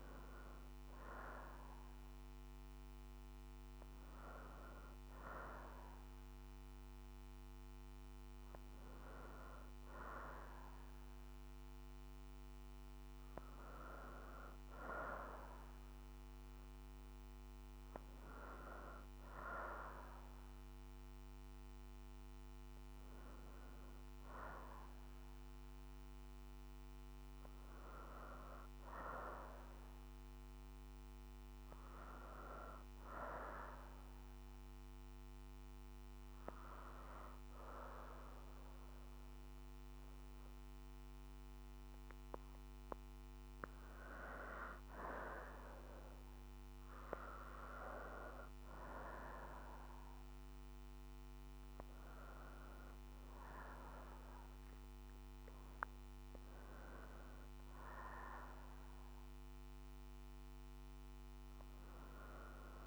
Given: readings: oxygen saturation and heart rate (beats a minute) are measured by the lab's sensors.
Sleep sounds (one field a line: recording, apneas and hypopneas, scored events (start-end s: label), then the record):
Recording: breathing in sleep by a microphone on the trachea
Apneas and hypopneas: 1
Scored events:
25.50-29.50 s: arousal
33.50-45.00 s: obstructive apnea (oxygen 94% before, 91% lowest, heart rate 63 before, 60 extreme, up 3 after)
48.50-53.00 s: arousal
From the record:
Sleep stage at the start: N2 (light sleep)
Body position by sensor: on the back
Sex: female